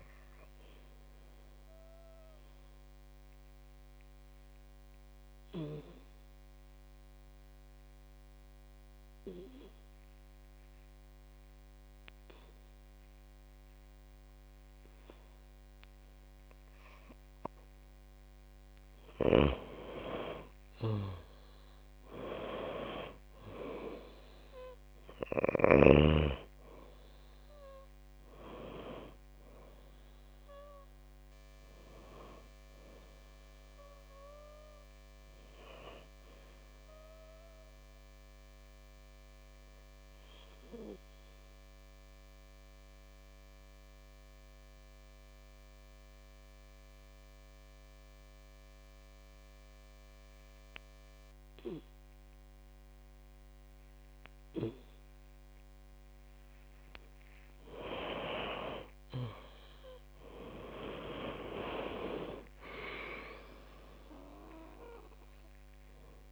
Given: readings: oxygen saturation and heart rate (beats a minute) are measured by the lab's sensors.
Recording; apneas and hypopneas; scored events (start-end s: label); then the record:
breathing in sleep by a microphone on the trachea; 2
0.00-13.50 s: oxygen desaturation (device-marked, oxygen 92% lowest, heart rate 50 extreme)
0.50-20.00 s: obstructive apnea (oxygen 98% before, 91% lowest, heart rate 63 before, 50 extreme, up 11 after)
23.00-27.00 s: arousal
24.50-48.50 s: oxygen desaturation (device-marked, oxygen 98% before, 92% lowest, heart rate 53 before, 50 extreme)
42.00-56.50 s: obstructive apnea (oxygen 98% before, 90% lowest, heart rate 59 before, 52 extreme, up 23 after)
58.00-62.50 s: arousal
62.50-66.32 s: oxygen desaturation (device-marked, oxygen 97% before, 90% lowest, heart rate 57 before, 54 extreme)
From the record:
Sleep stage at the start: N2 (light sleep); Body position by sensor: on the back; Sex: female